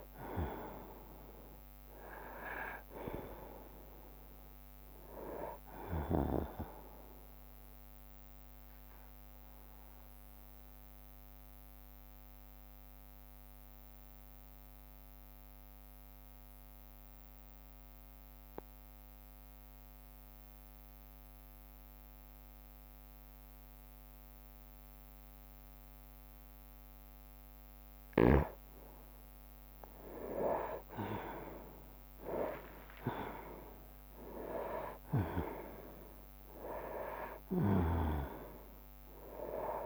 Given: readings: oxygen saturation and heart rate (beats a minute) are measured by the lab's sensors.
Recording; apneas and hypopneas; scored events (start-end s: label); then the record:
breathing in sleep by a microphone on the trachea; 1
0.00-4.50 s: drop in pulse transit time (device-marked, heart rate 62 extreme)
8.00-27.00 s: obstructive apnea (oxygen 98% before, 91% lowest, heart rate 66 before, 58 extreme, up 19 after)
9.50-20.50 s: oxygen desaturation (device-marked, oxygen 96% before, 93% lowest, heart rate 66 before, 58 extreme)
12.50-26.50 s: bradycardia (device-marked, heart rate 66 before, 58 extreme)
30.00-35.50 s: arousal
31.50-39.86 s: drop in pulse transit time (device-marked, heart rate 60 before, 66 extreme)
31.50-39.86 s: oxygen desaturation (device-marked, oxygen 98% before, 91% lowest, heart rate 60 before, 56 extreme)
32.50-34.50 s: long interval between heartbeats (device-marked, heart rate 60 before, 72 extreme)
From the record:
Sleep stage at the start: N2 (light sleep); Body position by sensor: on the right side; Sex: male